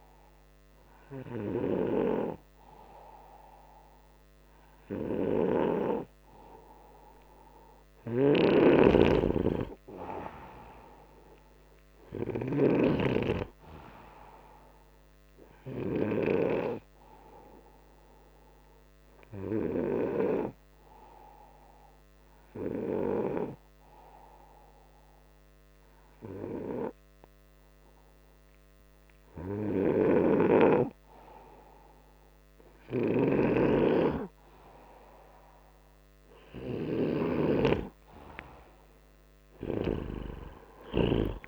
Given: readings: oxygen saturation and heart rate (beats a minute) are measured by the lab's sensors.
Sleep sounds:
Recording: breathing in sleep by a microphone on the trachea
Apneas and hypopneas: 1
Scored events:
8.00-12.50 s: snoring (device-marked)
10.50-14.50 s: arousal
10.50-23.50 s: oxygen desaturation (device-marked, oxygen 97% before, 93% lowest, heart rate 65 before, 60 extreme)
18.00-29.00 s: hypopnea (oxygen 97% before, 93% lowest, heart rate 65 before, 61 extreme, up 10 after)
29.50-37.00 s: snoring (device-marked)
30.50-34.00 s: arousal
From the record:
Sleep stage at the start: N2 (light sleep)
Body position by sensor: upright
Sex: male

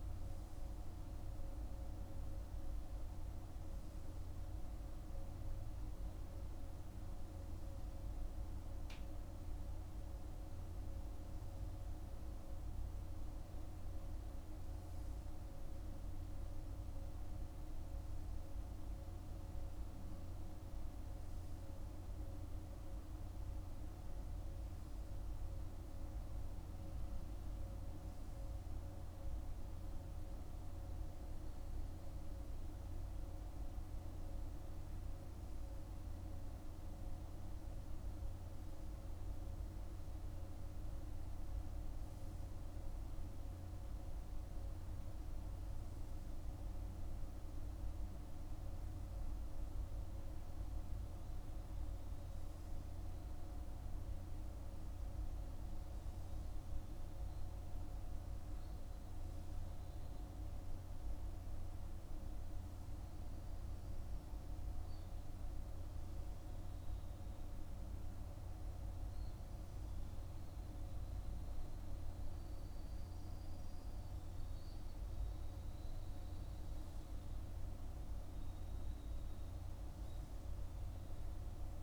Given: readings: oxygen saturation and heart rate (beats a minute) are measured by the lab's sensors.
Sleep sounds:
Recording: breathing in sleep, hard to hear, by a room microphone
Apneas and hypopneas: none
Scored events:
none scored
From the record:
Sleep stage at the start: N3 (deep sleep)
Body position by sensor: on the right side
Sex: male

